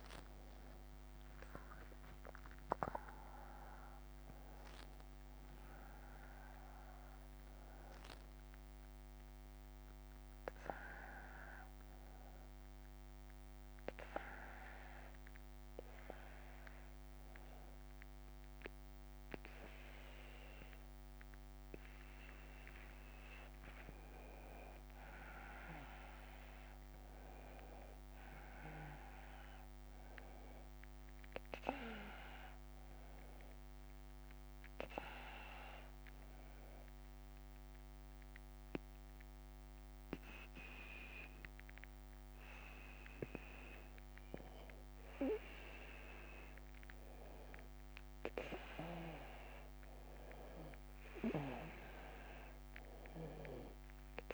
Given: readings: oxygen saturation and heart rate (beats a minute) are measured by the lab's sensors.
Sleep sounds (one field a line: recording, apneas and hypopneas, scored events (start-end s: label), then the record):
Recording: breathing in sleep by a microphone on the trachea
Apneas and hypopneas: 2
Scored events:
0.00-13.00 s: oxygen desaturation (device-marked, oxygen 90% lowest)
13.00-23.00 s: hypopnea (oxygen 95% before, 92% lowest)
15.00-24.00 s: drop in pulse transit time (device-marked)
24.50-29.00 s: arousal
31.00-54.34 s: new sleep stage, N2 (light sleep)
33.00-44.00 s: oxygen desaturation (device-marked, oxygen 95% before, 92% lowest)
35.00-40.00 s: drop in pulse transit time (device-marked)
35.50-46.50 s: obstructive apnea (oxygen 96% before, 92% lowest)
50.00-54.34 s: arousal
From the record:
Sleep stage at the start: N1 (lightest sleep)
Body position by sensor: on the right side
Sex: male